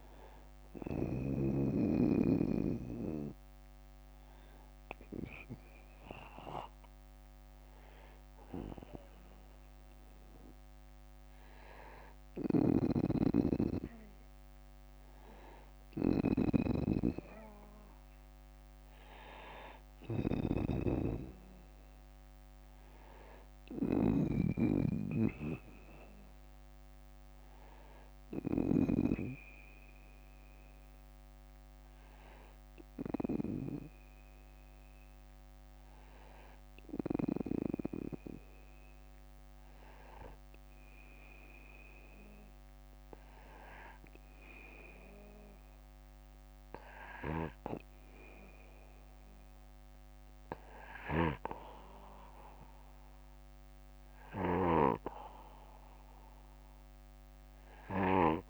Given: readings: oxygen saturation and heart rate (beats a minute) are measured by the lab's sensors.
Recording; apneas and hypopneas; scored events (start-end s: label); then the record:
breathing in sleep by a microphone on the trachea; none
0.00-4.00 s: oxygen desaturation (device-marked, oxygen 94% lowest, heart rate 63 extreme)
11.50-37.00 s: snoring (device-marked)
46.50-58.49 s: snoring (device-marked)
From the record:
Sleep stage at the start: N2 (light sleep); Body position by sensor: on the back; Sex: male